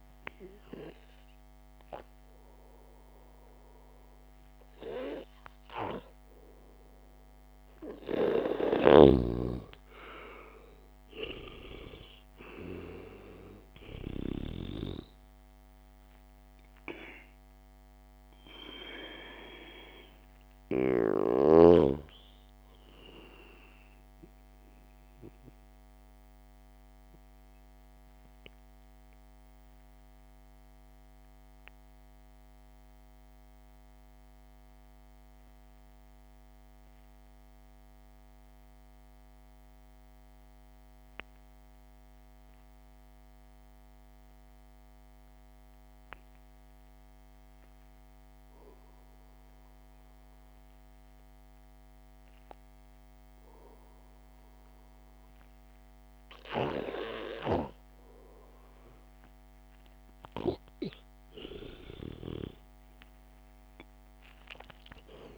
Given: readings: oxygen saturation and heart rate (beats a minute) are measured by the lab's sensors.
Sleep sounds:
breathing in sleep by a microphone on the trachea; 1
3.50-4.50 s: oxygen desaturation (device-marked, oxygen 99% before, 96% lowest, heart rate 63 before, 53 extreme)
9.00-15.00 s: snoring (device-marked)
25.50-55.00 s: mixed apnea (oxygen 98% before, 91% lowest, heart rate 59 before, 53 extreme, up 6 after)
From the record:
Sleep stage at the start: N2 (light sleep); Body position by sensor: on the back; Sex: male

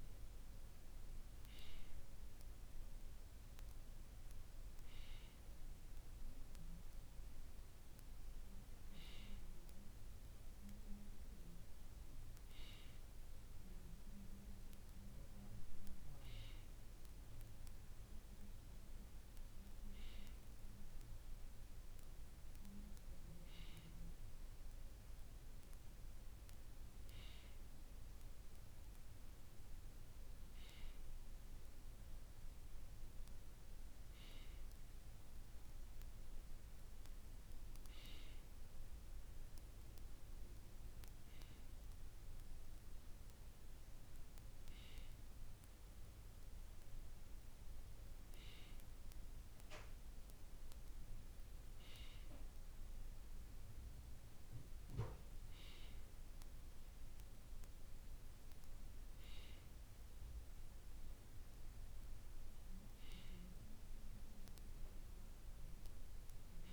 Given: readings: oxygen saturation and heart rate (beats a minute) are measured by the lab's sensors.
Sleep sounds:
breathing in sleep by a room microphone; none
none scored
From the record:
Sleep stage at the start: N2 (light sleep); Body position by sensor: on the right side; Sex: male

